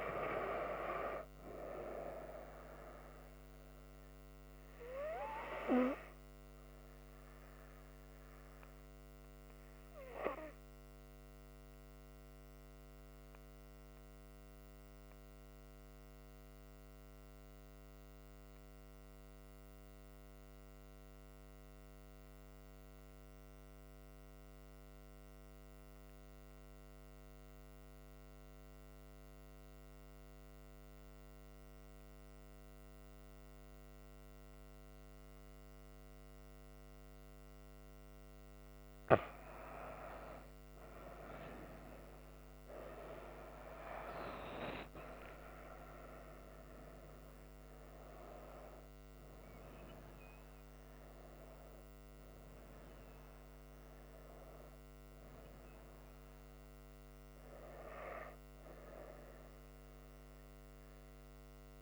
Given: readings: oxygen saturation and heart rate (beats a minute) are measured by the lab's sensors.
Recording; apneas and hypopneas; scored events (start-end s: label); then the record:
breathing in sleep by a microphone on the trachea; 1
13.00-39.00 s: obstructive apnea (oxygen 100% before, 91% lowest, heart rate 68 before, 64 extreme, up 11 after)
14.50-26.50 s: oxygen desaturation (device-marked, oxygen 98% before, 94% lowest, heart rate 67 before, 65 extreme)
41.50-45.50 s: arousal
From the record:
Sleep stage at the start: N1 (lightest sleep); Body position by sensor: on the front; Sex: female